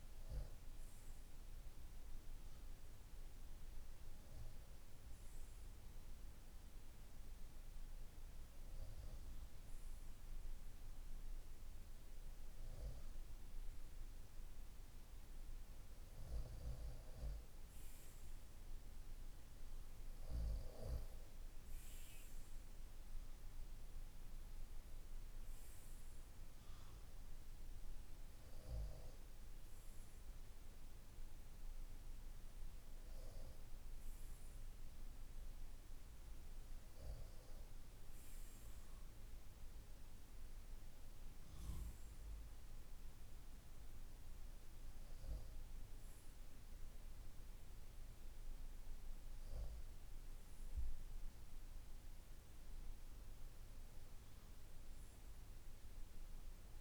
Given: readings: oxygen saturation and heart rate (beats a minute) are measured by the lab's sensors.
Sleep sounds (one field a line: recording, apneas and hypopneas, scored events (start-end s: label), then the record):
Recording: breathing in sleep, hard to hear, by a room microphone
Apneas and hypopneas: none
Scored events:
none scored
From the record:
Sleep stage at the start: N2 (light sleep)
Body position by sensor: on the right side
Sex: male